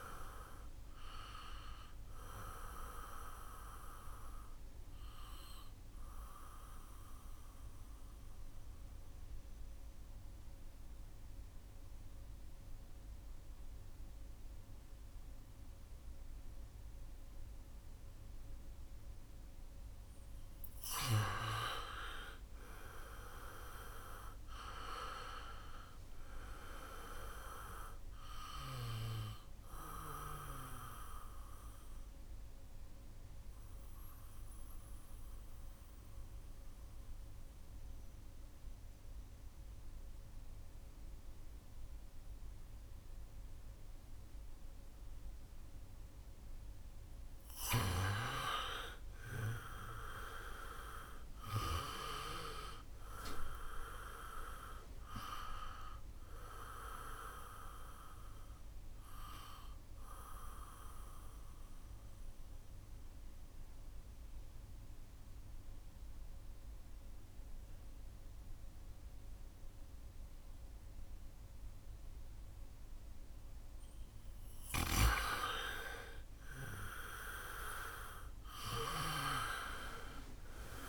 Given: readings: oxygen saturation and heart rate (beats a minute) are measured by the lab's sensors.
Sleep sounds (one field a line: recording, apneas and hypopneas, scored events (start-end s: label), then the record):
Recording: breathing in sleep by a room microphone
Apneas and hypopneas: 3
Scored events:
4.00-19.00 s: oxygen desaturation (device-marked, oxygen 96% before, 91% lowest, heart rate 73 before, 64 extreme)
5.50-20.00 s: central apnea (oxygen 96% before, 89% lowest, heart rate 73 before, 64 extreme, up 8 after)
22.00-25.00 s: arousal
28.00-45.00 s: oxygen desaturation (device-marked, oxygen 97% before, 89% lowest, heart rate 70 before, 64 extreme)
31.00-46.50 s: central apnea (oxygen 97% before, 89% lowest, heart rate 71 before, 64 extreme, up 10 after)
49.00-52.00 s: arousal
56.00-72.00 s: oxygen desaturation (device-marked, oxygen 97% before, 90% lowest, heart rate 70 before, 65 extreme)
58.50-73.50 s: central apnea (oxygen 97% before, 88% lowest, heart rate 71 before, 65 extreme, up 3 after)
76.50-80.00 s: arousal
From the record:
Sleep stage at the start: N2 (light sleep)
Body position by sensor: on the back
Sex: male